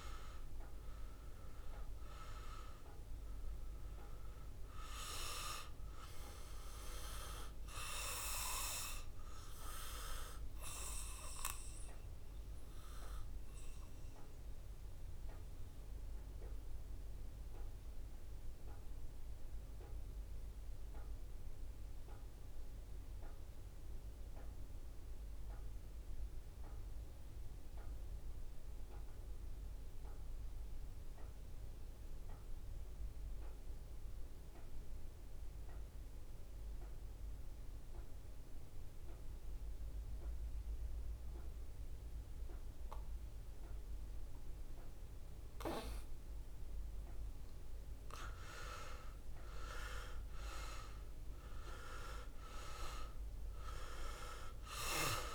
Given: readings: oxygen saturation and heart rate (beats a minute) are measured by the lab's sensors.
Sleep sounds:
breathing in sleep by a room microphone; 1
0.00-25.00 s: oxygen desaturation (device-marked, oxygen 82% lowest, heart rate 61 extreme)
8.50-44.50 s: obstructive apnea (oxygen 97% before, 81% lowest, heart rate 68 before, 61 extreme, up 11 after)
36.00-55.35 s: oxygen desaturation (device-marked, oxygen 99% before, 81% lowest, heart rate 63 before, 61 extreme)
47.00-51.00 s: arousal
From the record:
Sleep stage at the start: N2 (light sleep); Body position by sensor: on the back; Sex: male

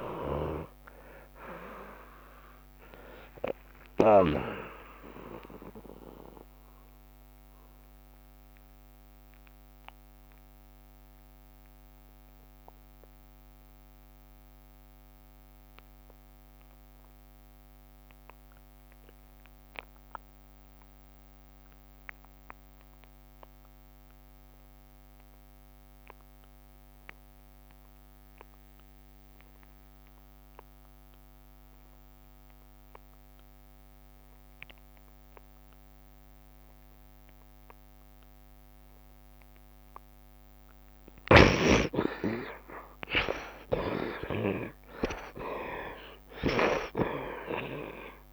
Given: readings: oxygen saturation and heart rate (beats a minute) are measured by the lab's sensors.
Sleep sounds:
breathing in sleep by a microphone on the trachea; 1
0.00-4.50 s: tachycardia (device-marked, heart rate 127 extreme)
0.00-5.00 s: snoring (device-marked)
0.00-22.50 s: oxygen desaturation (device-marked, oxygen 50% lowest, heart rate 72 extreme)
2.00-4.00 s: long interval between heartbeats (device-marked, heart rate 78 before, 116 extreme)
7.50-40.50 s: mixed apnea (oxygen 82% before, 46% lowest, heart rate 92 before, 72 extreme, up 25 after)
27.50-48.32 s: oxygen desaturation (device-marked, oxygen 87% before, 46% lowest, heart rate 77 before, 74 extreme)
42.00-46.50 s: arousal
43.00-45.00 s: long interval between heartbeats (device-marked, heart rate 75 before, 87 extreme)
From the record:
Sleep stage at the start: N2 (light sleep); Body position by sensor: on the right side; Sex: male

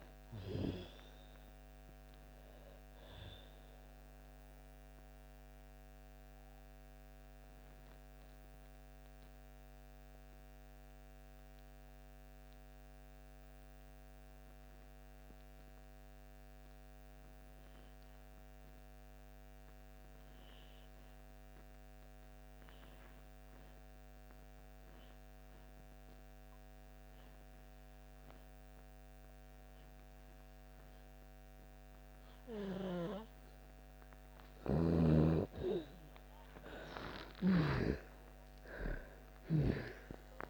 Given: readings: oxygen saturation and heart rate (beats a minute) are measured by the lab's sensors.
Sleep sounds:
breathing in sleep by a microphone on the trachea; 1
0.00-20.50 s: oxygen desaturation (device-marked, oxygen 79% lowest)
6.50-34.00 s: mixed apnea (oxygen 99% before, 79% lowest)
22.50-40.50 s: oxygen desaturation (device-marked, oxygen 99% before, 80% lowest)
36.50-40.50 s: arousal
From the record:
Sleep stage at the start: N2 (light sleep); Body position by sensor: on the back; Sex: female

